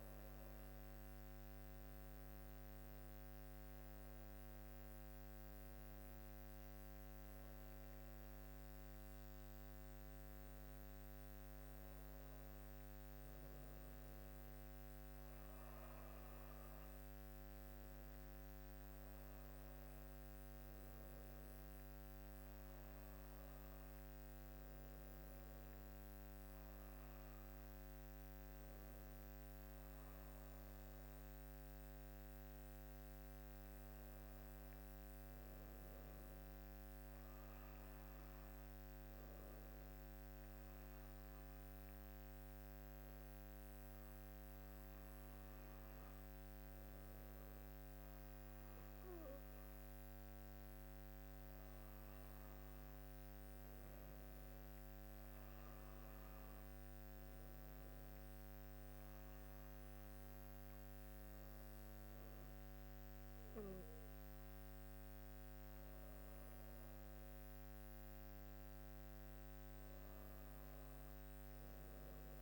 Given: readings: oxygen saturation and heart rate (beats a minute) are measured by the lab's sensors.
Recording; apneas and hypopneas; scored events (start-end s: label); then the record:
breathing in sleep, hard to hear, by a microphone on the trachea; 1
37.00-49.50 s: obstructive apnea (oxygen 98% before, 96% lowest, heart rate 60 before, 56 extreme, up 7 after)
51.50-55.50 s: arousal
From the record:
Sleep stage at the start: N2 (light sleep); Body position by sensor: on the back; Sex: female